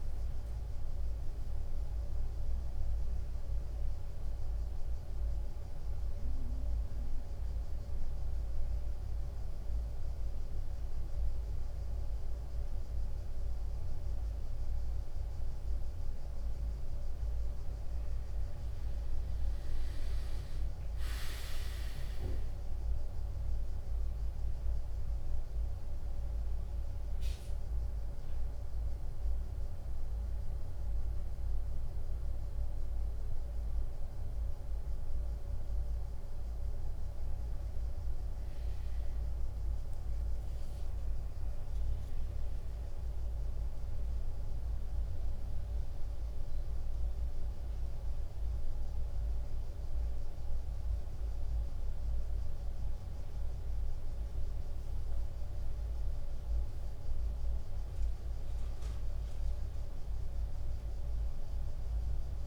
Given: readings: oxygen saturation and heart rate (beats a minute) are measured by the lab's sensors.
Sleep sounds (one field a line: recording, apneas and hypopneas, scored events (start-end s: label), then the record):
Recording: breathing in sleep, hard to hear, by a room microphone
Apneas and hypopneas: 1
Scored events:
0.00-17.00 s: tachycardia (device-marked, heart rate 102 extreme)
0.00-31.00 s: drop in pulse transit time (device-marked, heart rate 95 extreme)
17.00-21.00 s: arousal
24.00-37.50 s: central apnea (oxygen 95% before, 94% lowest, heart rate 101 before, 96 extreme, up 5 after)
41.00-48.00 s: tachycardia (device-marked, heart rate 99 before, 102 extreme)
41.50-47.00 s: arousal
51.00-59.00 s: tachycardia (device-marked, heart rate 99 before, 102 extreme)
From the record:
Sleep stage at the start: N1 (lightest sleep)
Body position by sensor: on the right side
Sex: male